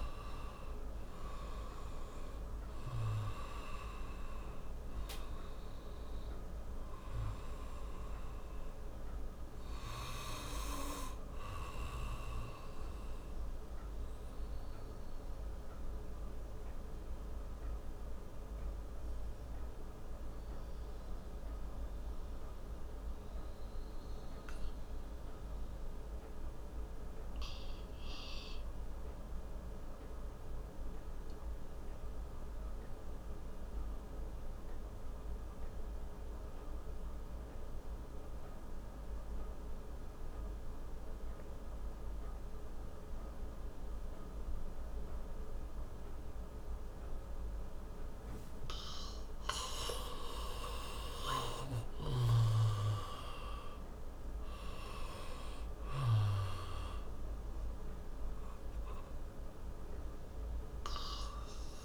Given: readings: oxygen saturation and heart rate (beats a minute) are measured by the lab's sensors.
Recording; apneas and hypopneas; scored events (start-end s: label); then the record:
breathing in sleep by a room microphone; 1
0.00-26.00 s: oxygen desaturation (device-marked, oxygen 85% lowest)
11.50-49.00 s: obstructive apnea (oxygen 97% before, 85% lowest)
40.00-61.85 s: oxygen desaturation (device-marked, oxygen 99% before, 87% lowest)
51.50-55.50 s: arousal
From the record:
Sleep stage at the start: N2 (light sleep); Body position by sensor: on the back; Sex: male